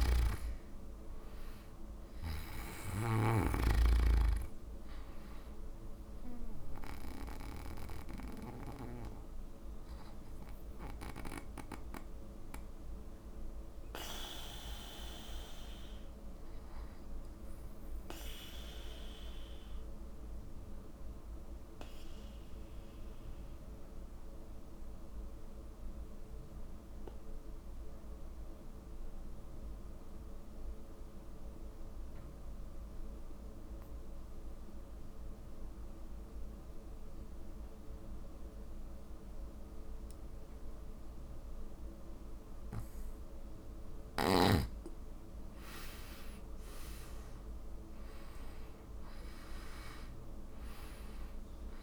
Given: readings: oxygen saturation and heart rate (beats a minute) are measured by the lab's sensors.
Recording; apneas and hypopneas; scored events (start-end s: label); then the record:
breathing in sleep by a room microphone; 1
0.00-3.50 s: snoring (device-marked)
5.00-20.00 s: oxygen desaturation (device-marked, oxygen 95% before, 92% lowest, heart rate 43 before, 49 extreme)
9.00-42.00 s: obstructive apnea (oxygen 96% before, 89% lowest, heart rate 44 before, 49 extreme, up 8 after)
45.00-51.83 s: oxygen desaturation (device-marked, oxygen 98% before, 92% lowest, heart rate 52 before, 49 extreme)
46.00-50.50 s: arousal
From the record:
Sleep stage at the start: N2 (light sleep); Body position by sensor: on the back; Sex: male